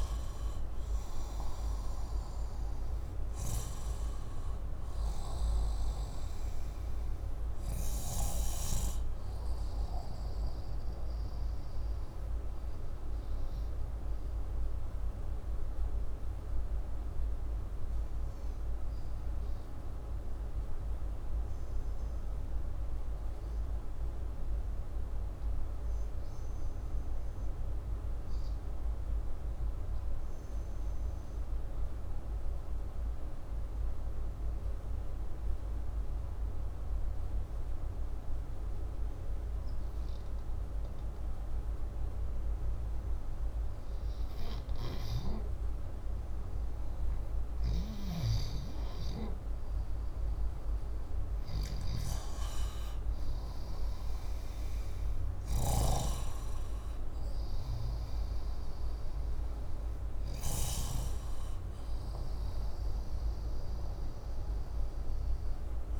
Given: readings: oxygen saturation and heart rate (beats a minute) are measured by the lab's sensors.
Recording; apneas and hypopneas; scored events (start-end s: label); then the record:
breathing in sleep, hard to hear, by a room microphone; 1
0.00-3.50 s: arousal
3.50-26.50 s: oxygen desaturation (device-marked, oxygen 98% before, 93% lowest, heart rate 62 before, 59 extreme)
17.00-42.50 s: obstructive apnea (oxygen 98% before, 93% lowest, heart rate 62 before, 59 extreme, up 3 after)
28.50-66.00 s: new sleep stage, N2 (light sleep)
45.00-50.00 s: arousal
45.50-64.50 s: oxygen desaturation (device-marked, oxygen 97% before, 93% lowest, heart rate 61 before, 59 extreme)
From the record:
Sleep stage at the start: N1 (lightest sleep); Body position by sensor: upright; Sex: male